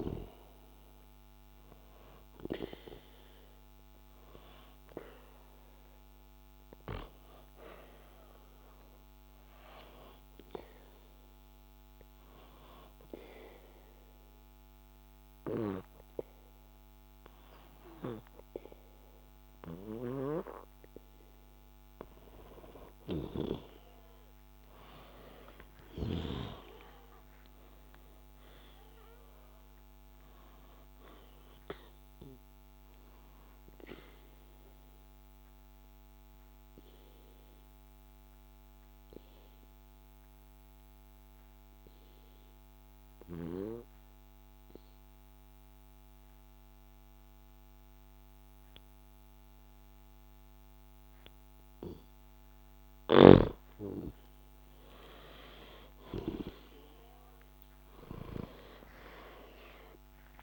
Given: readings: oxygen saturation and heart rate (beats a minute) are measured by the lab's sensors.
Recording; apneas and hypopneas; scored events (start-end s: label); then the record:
breathing in sleep by a microphone on the trachea; 2
5.50-21.50 s: hypopnea (oxygen 98% before, 90% lowest, heart rate 63 before, 61 extreme, up 3 after)
23.00-26.50 s: snoring (device-marked)
24.50-29.50 s: arousal
34.50-53.00 s: obstructive apnea (oxygen 96% before, 90% lowest, heart rate 63 before, 56 extreme, up 5 after)
53.00-58.50 s: snoring (device-marked)
56.00-60.43 s: arousal
From the record:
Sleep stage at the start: N2 (light sleep); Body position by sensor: on the back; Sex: male